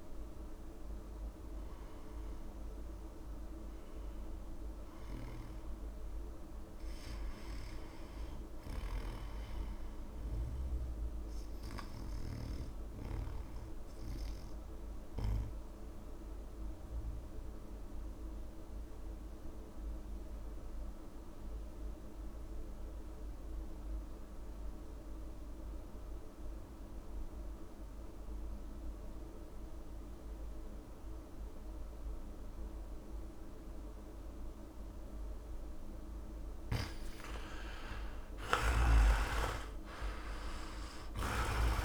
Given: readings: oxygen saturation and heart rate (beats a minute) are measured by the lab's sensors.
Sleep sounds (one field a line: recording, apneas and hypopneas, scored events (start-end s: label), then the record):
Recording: breathing in sleep by a room microphone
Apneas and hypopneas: 1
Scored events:
0.00-13.00 s: oxygen desaturation (device-marked, oxygen 66% lowest)
16.50-35.00 s: mixed apnea (oxygen 100% before, 79% lowest)
30.00-41.85 s: oxygen desaturation (device-marked, oxygen 98% before, 79% lowest)
37.50-41.50 s: arousal
From the record:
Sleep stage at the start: REM sleep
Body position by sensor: on the back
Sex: male